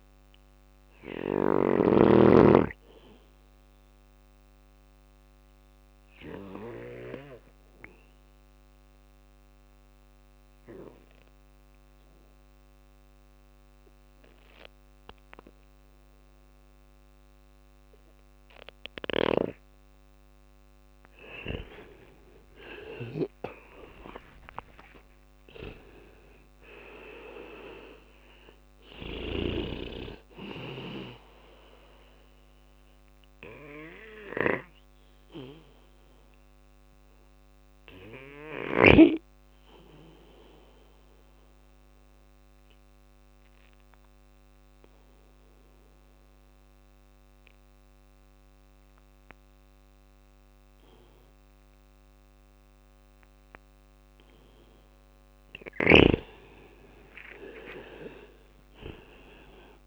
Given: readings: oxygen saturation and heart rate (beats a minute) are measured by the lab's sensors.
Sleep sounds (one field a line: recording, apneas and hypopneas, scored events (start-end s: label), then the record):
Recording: breathing in sleep by a microphone on the trachea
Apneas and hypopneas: 2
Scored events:
0.00-1.00 s: snoring (device-marked)
0.00-11.50 s: oxygen desaturation (device-marked, oxygen 93% lowest, heart rate 58 extreme)
2.50-19.00 s: obstructive apnea (oxygen 99% before, 92% lowest, heart rate 60 before, 58 extreme, up 12 after)
4.50-15.50 s: bradycardia (device-marked, heart rate 60 before, 58 extreme)
21.00-25.00 s: arousal
21.50-34.50 s: drop in pulse transit time (device-marked, heart rate 59 before, 59 extreme)
27.50-47.50 s: oxygen desaturation (device-marked, oxygen 98% before, 94% lowest, heart rate 61 before, 57 extreme)
31.50-53.50 s: bradycardia (device-marked, heart rate 61 before, 58 extreme)
40.50-55.00 s: obstructive apnea (oxygen 99% before, 92% lowest, heart rate 63 before, 57 extreme, up 14 after)
56.50-59.86 s: arousal
57.50-59.86 s: drop in pulse transit time (device-marked, heart rate 58 before, 61 extreme)
From the record:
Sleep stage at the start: N2 (light sleep)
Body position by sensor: on the back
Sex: male